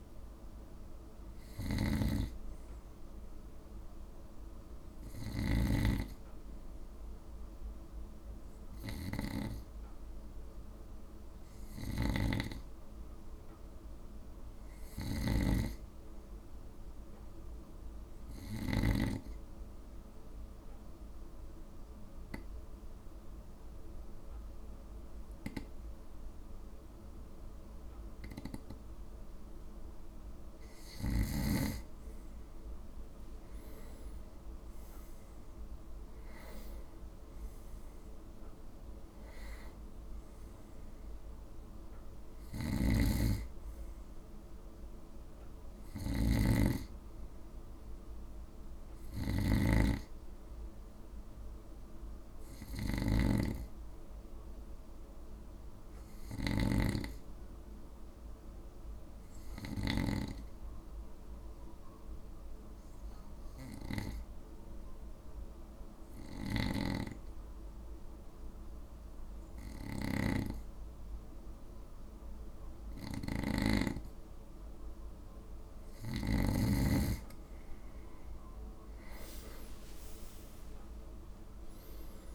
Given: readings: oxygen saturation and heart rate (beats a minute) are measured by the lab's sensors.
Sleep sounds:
breathing in sleep by a room microphone; 2
0.00-5.50 s: snoring (device-marked)
0.00-13.00 s: oxygen desaturation (device-marked, oxygen 92% lowest, heart rate 55 extreme)
12.00-19.00 s: snoring (device-marked)
14.00-16.50 s: arousal
19.50-30.50 s: obstructive apnea (oxygen 96% before, 92% lowest, heart rate 58 before, 54 extreme, up 6 after)
31.50-34.50 s: arousal
42.50-60.00 s: snoring (device-marked)
65.00-77.50 s: obstructive apnea (oxygen 96% before, 92% lowest, heart rate 55 before, 53 extreme, up 7 after)
66.50-76.50 s: snoring (device-marked)
79.50-82.35 s: arousal
From the record:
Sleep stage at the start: N2 (light sleep); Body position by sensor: on the right side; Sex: male

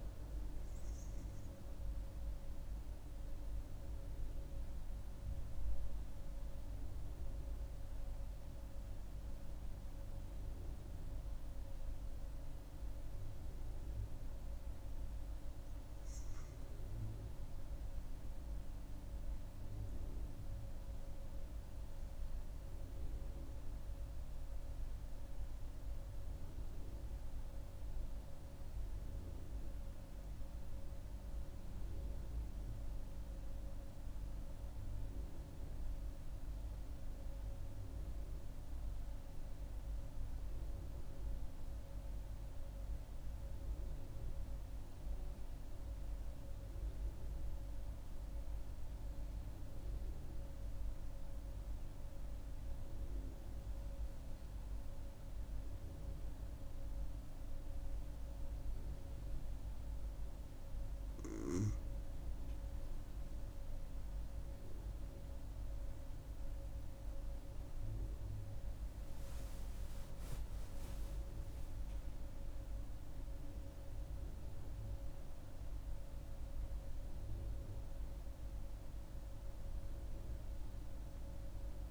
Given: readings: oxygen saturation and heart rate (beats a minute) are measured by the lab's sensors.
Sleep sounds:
breathing in sleep, hard to hear, by a room microphone; 2
0.00-3.00 s: oxygen desaturation (device-marked, oxygen 91% lowest)
2.00-14.50 s: central apnea (oxygen 97% before, 90% lowest)
17.00-22.00 s: arousal
39.50-61.50 s: central apnea (oxygen 96% before, 90% lowest)
58.00-81.91 s: oxygen desaturation (device-marked, oxygen 96% before, 90% lowest)
65.50-70.00 s: arousal
From the record:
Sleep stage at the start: N2 (light sleep); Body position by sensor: on the right side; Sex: female

